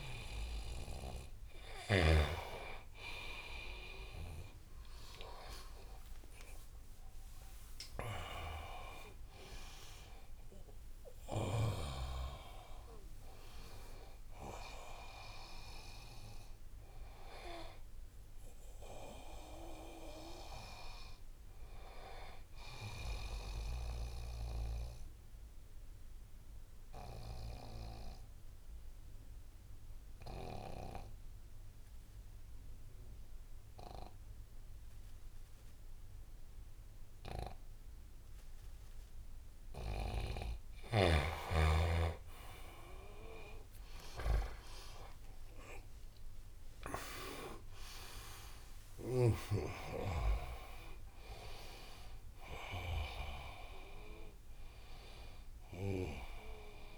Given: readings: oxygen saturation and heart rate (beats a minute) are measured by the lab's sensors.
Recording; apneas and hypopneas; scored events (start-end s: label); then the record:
breathing in sleep by a room microphone; 1
0.00-2.00 s: snoring (device-marked)
4.00-7.50 s: arousal
10.50-56.98 s: new sleep stage, N2 (light sleep)
23.00-39.50 s: obstructive apnea (oxygen 99% before, 92% lowest, heart rate 81 before, 71 extreme, up 7 after)
41.50-56.98 s: oxygen desaturation (device-marked, oxygen 98% before, 92% lowest, heart rate 76 before, 68 extreme)
42.00-47.50 s: arousal
From the record:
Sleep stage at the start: N1 (lightest sleep); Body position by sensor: on the right side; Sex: male